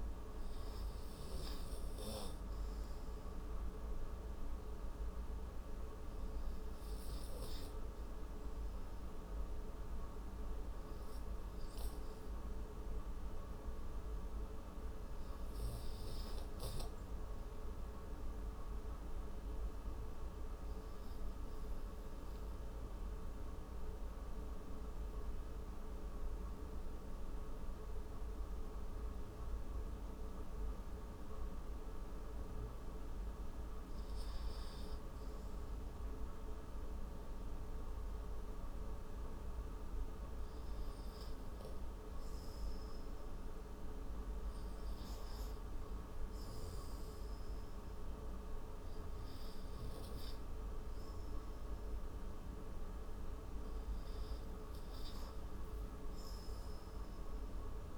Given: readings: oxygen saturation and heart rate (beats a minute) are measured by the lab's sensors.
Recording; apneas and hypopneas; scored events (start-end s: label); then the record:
breathing in sleep, hard to hear, by a room microphone; 1
18.50-33.50 s: central apnea (oxygen 100% before, 87% lowest, heart rate 32 before, 29 extreme)
35.00-38.50 s: arousal
41.50-57.98 s: oxygen desaturation (device-marked, oxygen 96% before, 87% lowest, heart rate 54 before, 28 extreme)
From the record:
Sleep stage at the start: N2 (light sleep); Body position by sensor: on the right side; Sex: male